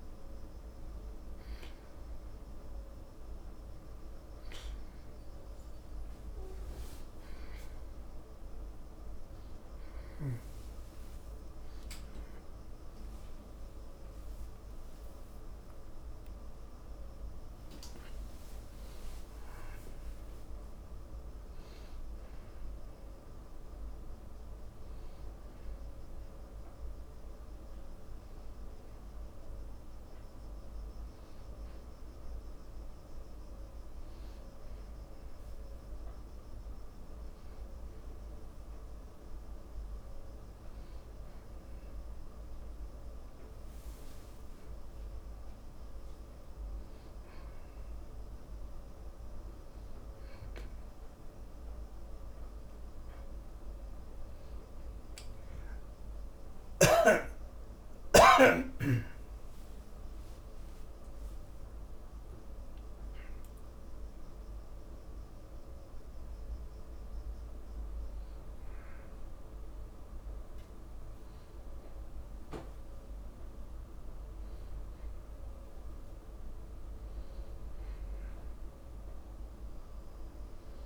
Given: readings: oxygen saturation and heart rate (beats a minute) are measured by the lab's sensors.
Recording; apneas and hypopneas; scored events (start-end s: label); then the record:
a person awake in a sleep study, hard to hear, by a room microphone; none
5.50-65.50 s: new sleep stage, awake
65.50-80.86 s: new sleep stage, N1 (lightest sleep)
From the record:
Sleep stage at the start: N2 (light sleep); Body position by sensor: on the back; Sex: male